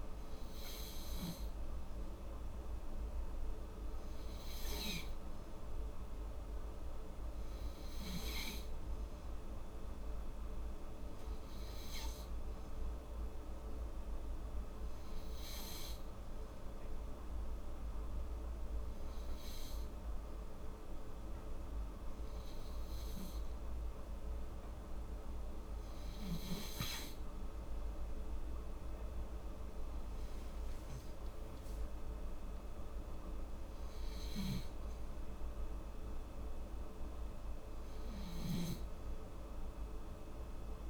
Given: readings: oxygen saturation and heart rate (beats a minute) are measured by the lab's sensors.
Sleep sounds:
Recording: breathing in sleep, hard to hear, by a room microphone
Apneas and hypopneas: 1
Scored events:
14.00-27.50 s: hypopnea (oxygen 95% before, 93% lowest, heart rate 77 before, 73 extreme, up 5 after)
29.00-32.50 s: arousal
From the record:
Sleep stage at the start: N3 (deep sleep)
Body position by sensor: on the back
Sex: female

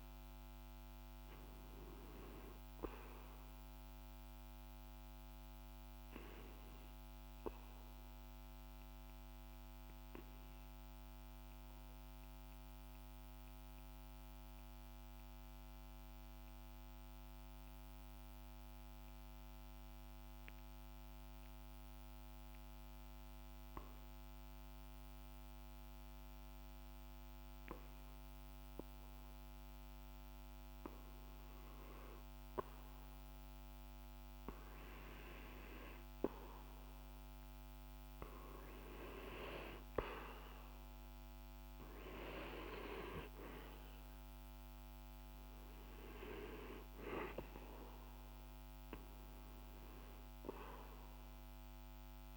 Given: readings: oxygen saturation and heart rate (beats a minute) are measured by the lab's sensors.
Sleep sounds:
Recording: breathing in sleep by a microphone on the trachea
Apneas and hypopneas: 1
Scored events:
0.00-13.00 s: oxygen desaturation (device-marked, oxygen 91% lowest, heart rate 47 extreme)
3.50-38.00 s: mixed apnea (oxygen 98% before, 90% lowest, heart rate 50 before, 47 extreme, up 3 after)
34.00-52.37 s: oxygen desaturation (device-marked, oxygen 98% before, 90% lowest, heart rate 47 before, 47 extreme)
41.00-45.00 s: arousal
From the record:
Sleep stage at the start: REM sleep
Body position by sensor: on the back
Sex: male

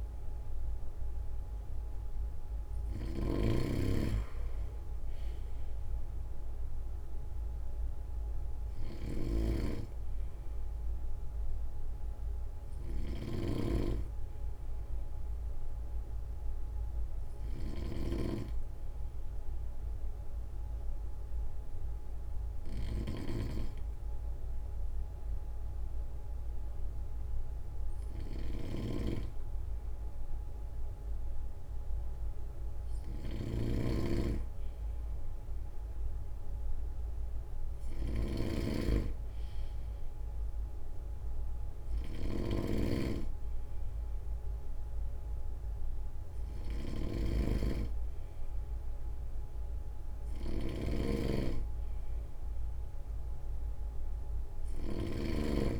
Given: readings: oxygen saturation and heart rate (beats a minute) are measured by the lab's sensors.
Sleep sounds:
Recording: breathing in sleep by a room microphone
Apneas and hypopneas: 1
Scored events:
0.00-3.00 s: arousal
0.00-55.00 s: snoring (device-marked)
16.50-32.00 s: obstructive apnea (oxygen 95% before, 93% lowest, heart rate 47 before, 45 extreme, up 4 after)
34.50-39.50 s: arousal
From the record:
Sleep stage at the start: N2 (light sleep)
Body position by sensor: on the right side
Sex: male

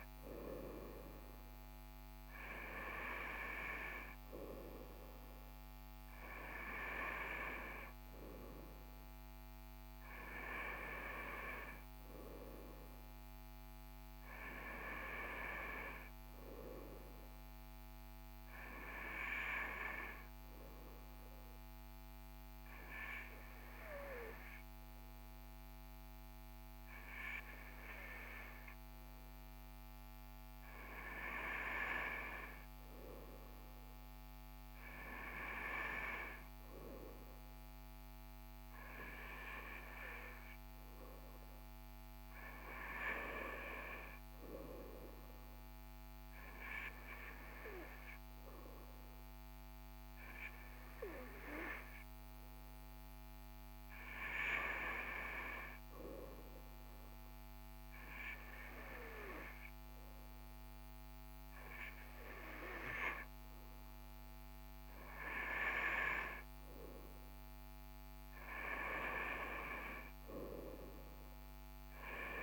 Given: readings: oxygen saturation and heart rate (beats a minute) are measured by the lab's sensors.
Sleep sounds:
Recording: breathing in sleep by a microphone on the trachea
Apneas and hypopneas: none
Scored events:
none scored
From the record:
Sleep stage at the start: N2 (light sleep)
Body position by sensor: on the right side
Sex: male

